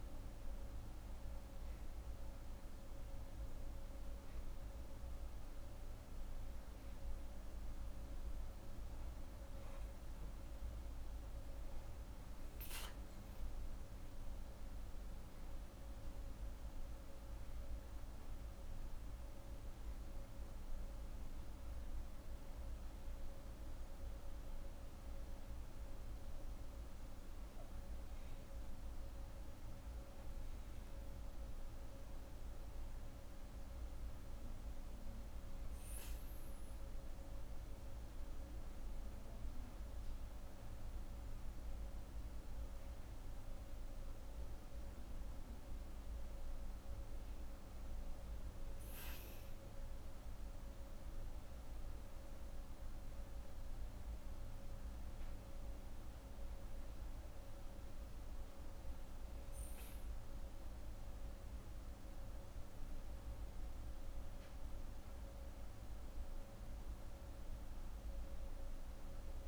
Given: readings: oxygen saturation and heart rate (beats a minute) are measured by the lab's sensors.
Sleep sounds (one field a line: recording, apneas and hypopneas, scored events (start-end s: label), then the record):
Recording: breathing in sleep, hard to hear, by a room microphone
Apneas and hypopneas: none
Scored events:
38.50-69.48 s: new sleep stage, REM sleep
From the record:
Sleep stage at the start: N2 (light sleep)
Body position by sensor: on the right side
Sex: female